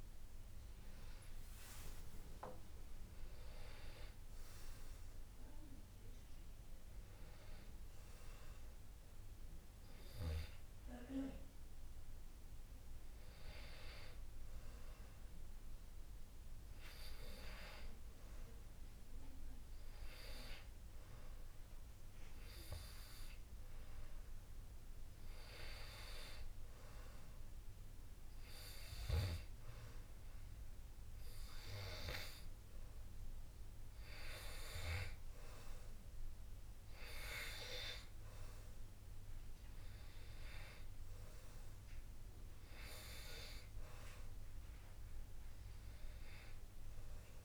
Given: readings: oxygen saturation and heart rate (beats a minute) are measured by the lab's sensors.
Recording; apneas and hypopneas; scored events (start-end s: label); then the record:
breathing in sleep by a room microphone; none
39.00-42.50 s: arousal
From the record:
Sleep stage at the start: N2 (light sleep); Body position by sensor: on the back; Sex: male